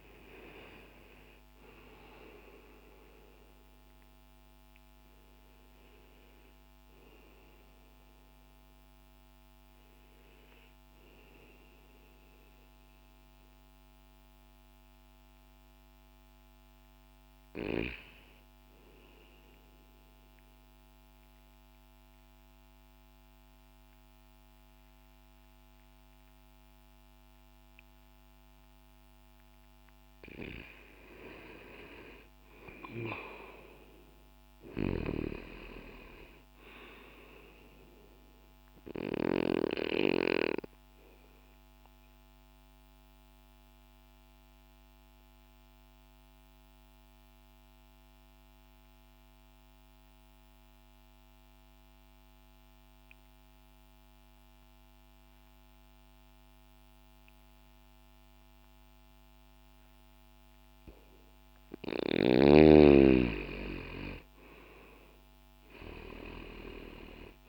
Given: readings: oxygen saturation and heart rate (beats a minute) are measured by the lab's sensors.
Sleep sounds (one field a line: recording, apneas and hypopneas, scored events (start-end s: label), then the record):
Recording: breathing in sleep by a microphone on the trachea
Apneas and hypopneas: 2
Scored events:
19.00-30.00 s: obstructive apnea (oxygen 93% before, 89% lowest, heart rate 71 before, 60 extreme, up 0 after)
20.50-28.50 s: oxygen desaturation (device-marked, oxygen 93% before, 90% lowest, heart rate 67 before, 60 extreme)
31.50-35.00 s: arousal
38.50-59.50 s: obstructive apnea (oxygen 99% before, 88% lowest, heart rate 60 before, 60 extreme, up 0 after)
40.50-60.50 s: oxygen desaturation (device-marked, oxygen 98% before, 89% lowest, heart rate 60 before, 60 extreme)
61.50-65.50 s: arousal
From the record:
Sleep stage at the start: N2 (light sleep)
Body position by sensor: on the left side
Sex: male